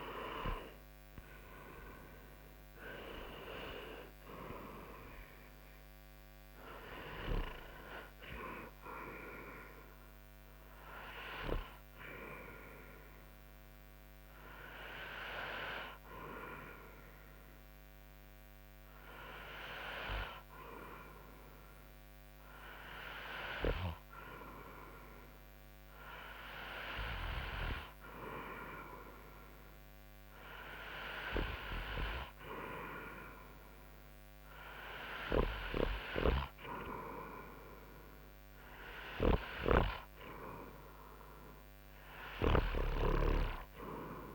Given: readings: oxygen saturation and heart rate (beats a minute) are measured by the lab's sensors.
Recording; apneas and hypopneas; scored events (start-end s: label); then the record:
breathing in sleep by a microphone on the trachea; none
none scored
From the record:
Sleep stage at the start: N2 (light sleep); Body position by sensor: on the front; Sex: male